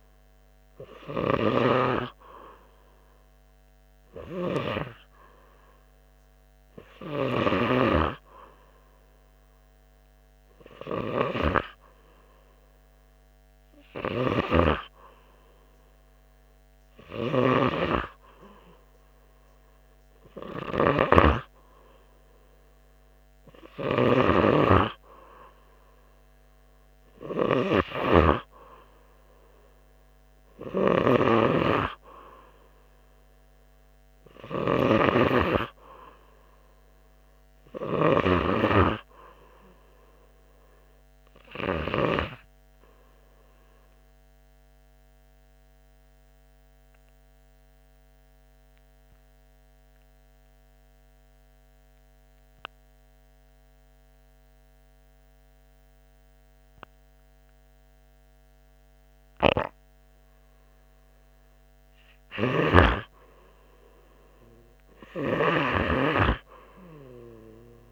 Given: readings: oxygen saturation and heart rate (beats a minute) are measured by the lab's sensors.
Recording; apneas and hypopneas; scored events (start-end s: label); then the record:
breathing in sleep by a microphone on the trachea; 1
9.50-31.50 s: oxygen desaturation (device-marked, oxygen 96% before, 93% lowest, heart rate 88 before, 85 extreme)
11.50-18.00 s: snoring (device-marked)
31.50-36.00 s: snoring (device-marked)
34.00-38.50 s: arousal
46.00-61.00 s: obstructive apnea (oxygen 99% before, 94% lowest, heart rate 86 before, 78 extreme, up 0 after)
63.00-67.00 s: arousal
From the record:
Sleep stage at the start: N2 (light sleep); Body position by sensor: on the right side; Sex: male